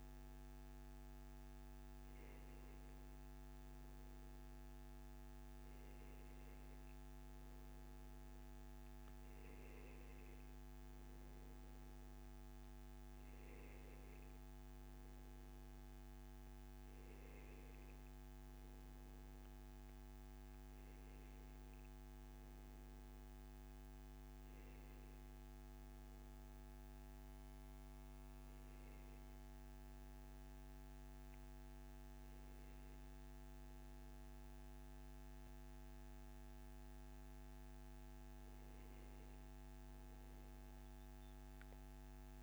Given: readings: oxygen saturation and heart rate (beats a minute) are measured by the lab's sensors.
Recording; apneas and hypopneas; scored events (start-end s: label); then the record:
breathing in sleep, hard to hear, by a microphone on the trachea; none
none scored
From the record:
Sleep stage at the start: N1 (lightest sleep); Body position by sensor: on the back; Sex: male